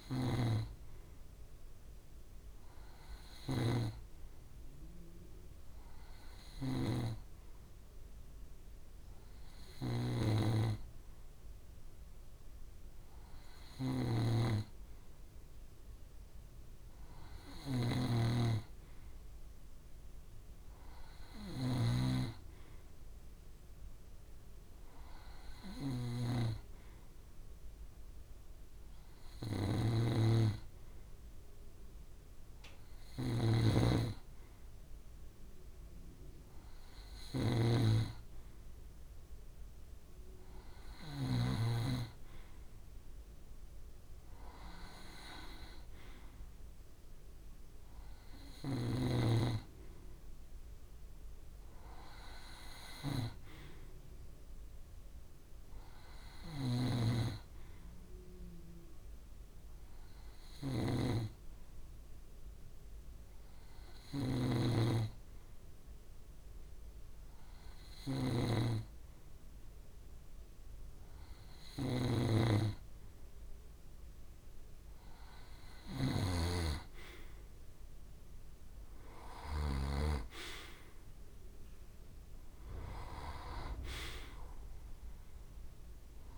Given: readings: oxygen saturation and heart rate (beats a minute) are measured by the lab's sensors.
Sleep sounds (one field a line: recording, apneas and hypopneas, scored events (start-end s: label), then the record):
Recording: breathing in sleep by a room microphone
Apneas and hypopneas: 2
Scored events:
0.00-3.50 s: snoring (device-marked)
0.00-9.50 s: oxygen desaturation (device-marked, oxygen 91% lowest, heart rate 65 extreme)
1.50-13.50 s: hypopnea (oxygen 96% before, 91% lowest, heart rate 65 before, 65 extreme, up 0 after)
9.50-41.00 s: snoring (device-marked)
15.50-19.00 s: arousal
46.50-50.00 s: arousal
48.00-79.50 s: snoring (device-marked)
58.50-74.50 s: hypopnea (oxygen 93% before, 91% lowest, heart rate 66 before, 62 extreme, up 5 after)
77.00-80.50 s: arousal
From the record:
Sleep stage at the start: N2 (light sleep)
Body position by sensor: on the back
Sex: male